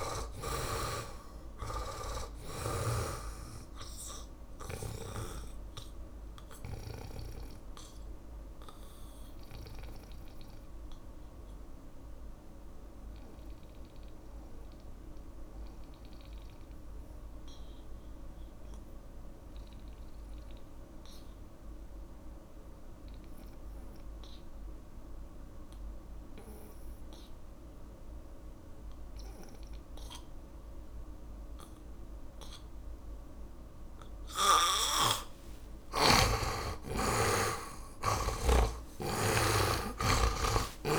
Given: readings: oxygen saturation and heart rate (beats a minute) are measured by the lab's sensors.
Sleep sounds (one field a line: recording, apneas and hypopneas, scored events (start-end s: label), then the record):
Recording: breathing in sleep by a room microphone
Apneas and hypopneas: 1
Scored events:
0.00-1.00 s: arousal
0.00-3.50 s: snoring (device-marked)
0.00-21.50 s: oxygen desaturation (device-marked, oxygen 82% lowest)
7.50-35.00 s: mixed apnea (oxygen 100% before, 80% lowest)
32.50-40.98 s: oxygen desaturation (device-marked, oxygen 100% before, 81% lowest)
36.50-40.98 s: arousal
From the record:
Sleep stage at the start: N2 (light sleep)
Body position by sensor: on the back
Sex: male